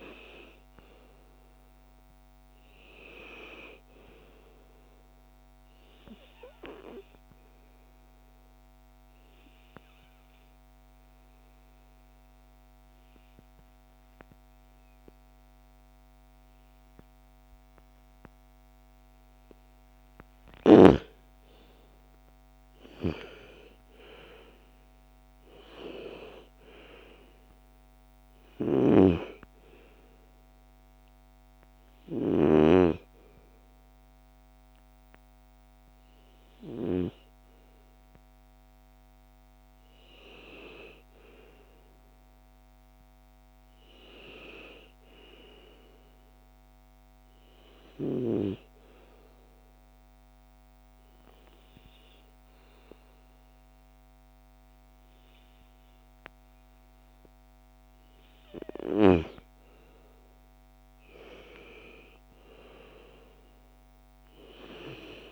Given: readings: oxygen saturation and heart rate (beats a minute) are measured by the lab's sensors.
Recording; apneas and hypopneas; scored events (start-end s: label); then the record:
breathing in sleep by a microphone on the trachea; 2
0.00-5.50 s: oxygen desaturation (device-marked, oxygen 92% lowest, heart rate 57 extreme)
5.50-19.00 s: obstructive apnea (oxygen 97% before, 89% lowest, heart rate 67 before, 59 extreme, up 41 after)
7.50-15.50 s: oxygen desaturation (device-marked, oxygen 98% before, 95% lowest, heart rate 68 before, 59 extreme)
21.50-25.50 s: arousal
26.50-44.50 s: oxygen desaturation (device-marked, oxygen 96% before, 89% lowest, heart rate 76 before, 56 extreme)
47.50-58.00 s: obstructive apnea (oxygen 98% before, 91% lowest, heart rate 71 before, 56 extreme, up 4 after)
59.50-63.00 s: arousal
From the record:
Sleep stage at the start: N2 (light sleep); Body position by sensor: on the back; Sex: female